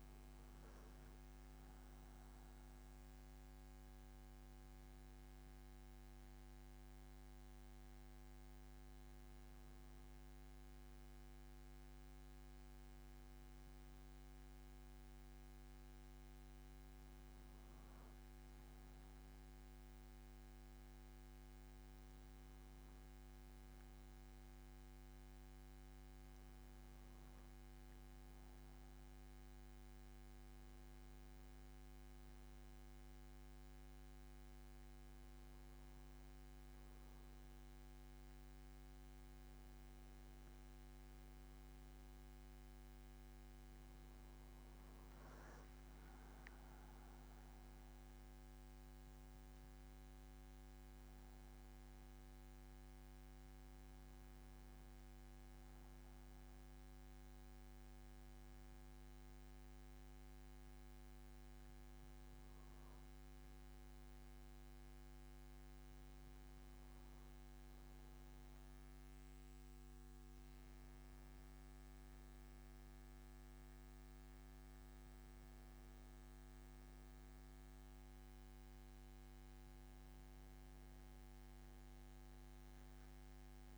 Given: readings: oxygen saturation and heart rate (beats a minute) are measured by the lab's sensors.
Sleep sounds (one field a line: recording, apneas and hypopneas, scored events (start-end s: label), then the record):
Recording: breathing in sleep, hard to hear, by a microphone on the trachea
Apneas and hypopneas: none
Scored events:
none scored
From the record:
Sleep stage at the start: N1 (lightest sleep)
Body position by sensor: on the back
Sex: male